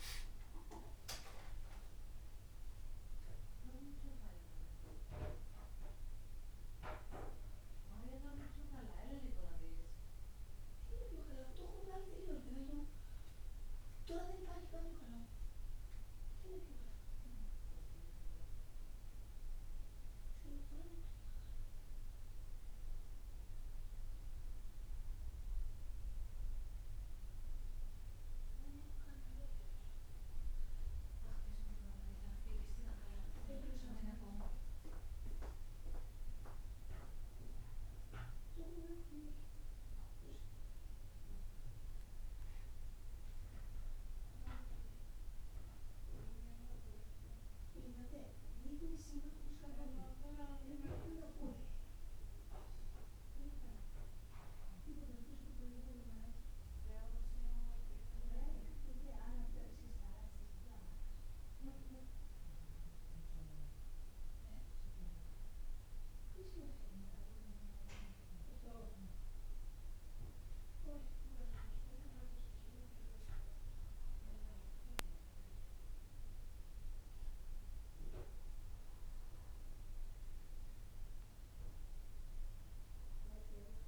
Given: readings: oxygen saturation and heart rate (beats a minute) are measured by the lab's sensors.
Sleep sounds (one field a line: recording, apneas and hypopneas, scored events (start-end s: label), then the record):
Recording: breathing in sleep by a room microphone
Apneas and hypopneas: none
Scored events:
6.00-83.88 s: new sleep stage, N2 (light sleep)
From the record:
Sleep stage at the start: N1 (lightest sleep)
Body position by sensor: on the back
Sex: male